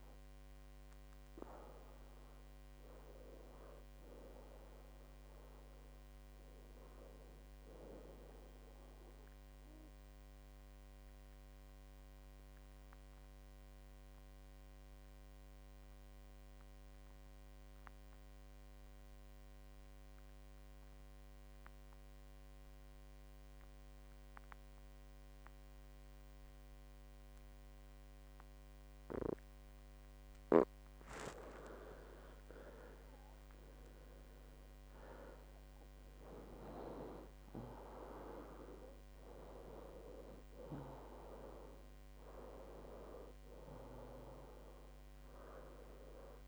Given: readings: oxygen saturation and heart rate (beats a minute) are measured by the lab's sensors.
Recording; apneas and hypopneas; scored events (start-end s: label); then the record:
breathing in sleep by a microphone on the trachea; 1
0.00-13.00 s: oxygen desaturation (device-marked, oxygen 88% lowest, heart rate 61 extreme)
9.50-29.50 s: obstructive apnea (oxygen 93% before, 89% lowest, heart rate 79 before, 61 extreme, up 16 after)
31.00-46.48 s: oxygen desaturation (device-marked, oxygen 99% before, 89% lowest, heart rate 64 before, 63 extreme)
33.00-38.00 s: arousal
From the record:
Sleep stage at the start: N2 (light sleep); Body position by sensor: on the back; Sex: male